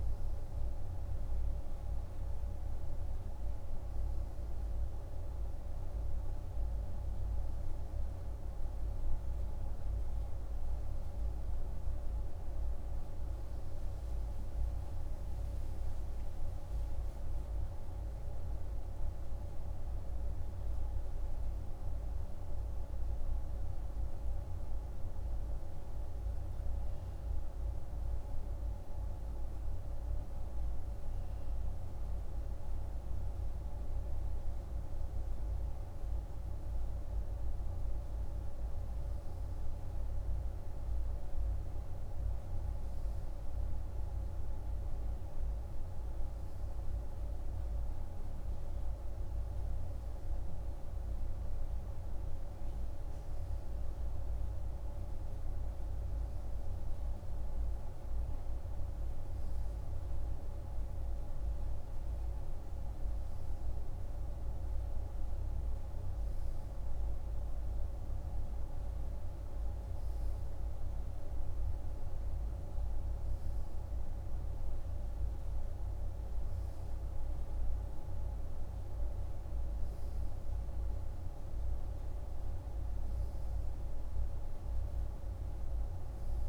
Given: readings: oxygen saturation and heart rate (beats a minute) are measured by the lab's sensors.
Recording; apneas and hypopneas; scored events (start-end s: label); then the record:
breathing in sleep, hard to hear, by a room microphone; none
13.50-17.50 s: arousal
20.00-28.00 s: oxygen desaturation (device-marked, oxygen 97% before, 94% lowest, heart rate 63 before, 52 extreme)
From the record:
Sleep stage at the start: N2 (light sleep); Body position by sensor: on the right side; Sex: male